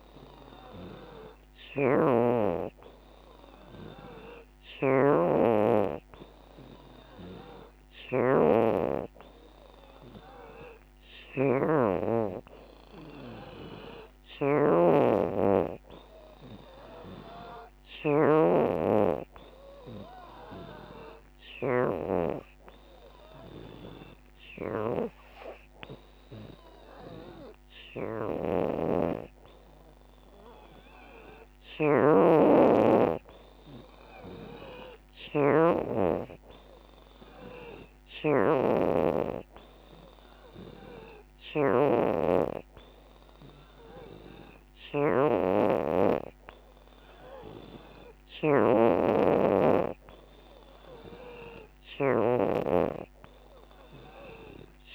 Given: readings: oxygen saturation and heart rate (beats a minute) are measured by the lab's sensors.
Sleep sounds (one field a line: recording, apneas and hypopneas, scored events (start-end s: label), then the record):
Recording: breathing in sleep by a microphone on the trachea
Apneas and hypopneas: none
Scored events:
none scored
From the record:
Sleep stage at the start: N3 (deep sleep)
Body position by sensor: on the back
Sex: female